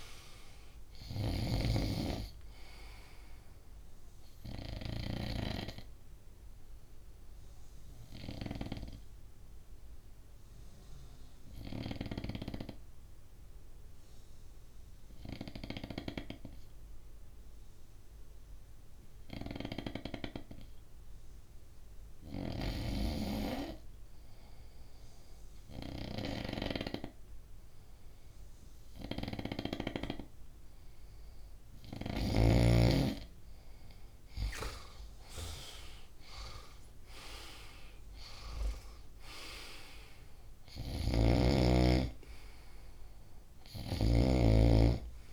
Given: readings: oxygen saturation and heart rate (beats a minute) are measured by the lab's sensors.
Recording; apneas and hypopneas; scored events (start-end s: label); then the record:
breathing in sleep by a room microphone; 1
0.50-5.00 s: snoring (device-marked)
4.50-30.00 s: obstructive apnea (oxygen 97% before, 93% lowest, heart rate 66 before, 62 extreme, up 5 after)
34.00-37.50 s: arousal
40.00-45.33 s: snoring (device-marked)
From the record:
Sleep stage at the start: N2 (light sleep); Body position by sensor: on the front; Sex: male